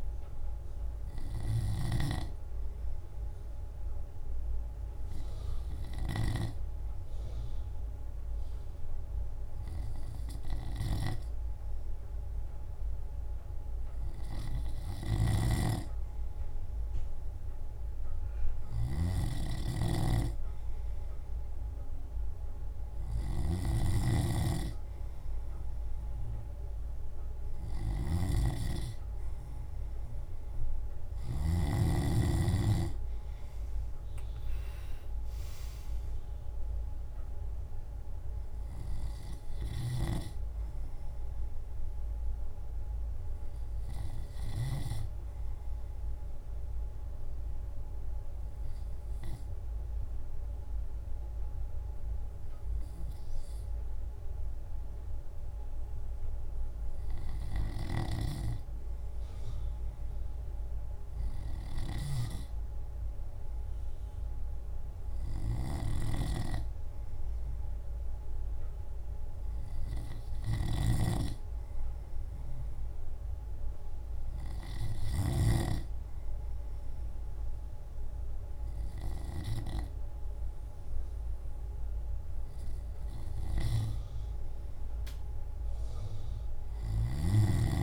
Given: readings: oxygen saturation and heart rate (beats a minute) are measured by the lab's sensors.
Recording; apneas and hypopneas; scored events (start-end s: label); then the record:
breathing in sleep by a room microphone; 2
2.50-15.00 s: hypopnea (oxygen 96% before, 92% lowest, heart rate 57 before, 56 extreme, up 4 after)
19.00-23.50 s: arousal
45.50-58.50 s: obstructive apnea (oxygen 94% before, 92% lowest, heart rate 59 before, 55 extreme, up 5 after)
61.00-64.50 s: arousal
61.50-70.50 s: drop in pulse transit time (device-marked, heart rate 56 before, 56 extreme)
From the record:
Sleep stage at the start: N2 (light sleep); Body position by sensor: on the left side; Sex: male